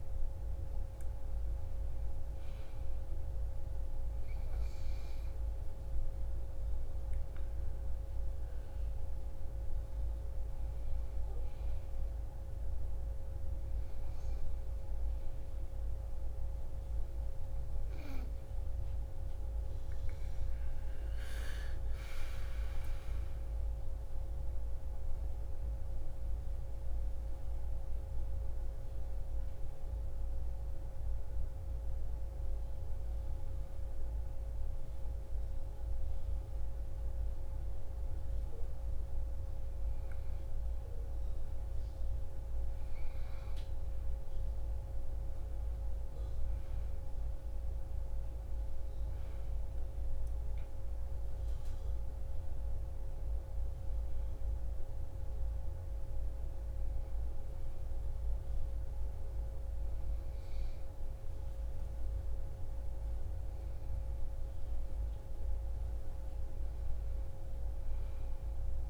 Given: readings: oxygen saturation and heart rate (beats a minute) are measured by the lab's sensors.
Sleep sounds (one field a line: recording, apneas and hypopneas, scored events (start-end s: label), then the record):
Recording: breathing in sleep, hard to hear, by a room microphone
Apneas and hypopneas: 1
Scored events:
21.00-25.00 s: arousal
27.50-40.50 s: hypopnea (oxygen 95% before, 92% lowest)
42.00-46.50 s: arousal
From the record:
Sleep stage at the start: N2 (light sleep)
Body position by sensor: on the back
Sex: female